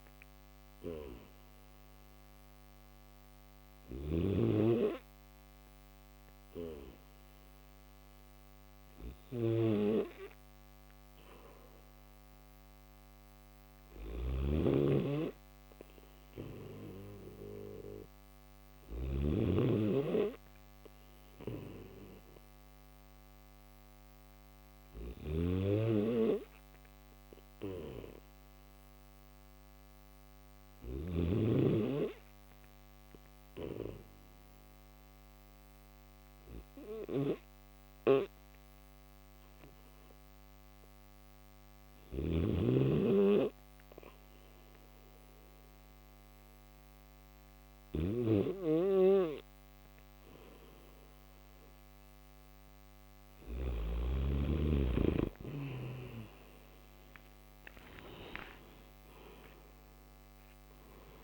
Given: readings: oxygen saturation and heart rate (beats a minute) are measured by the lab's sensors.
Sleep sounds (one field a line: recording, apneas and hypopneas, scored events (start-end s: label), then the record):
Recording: breathing in sleep by a microphone on the trachea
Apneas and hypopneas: none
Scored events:
0.00-53.50 s: snoring (device-marked)
From the record:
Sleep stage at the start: N2 (light sleep)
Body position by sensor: on the back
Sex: male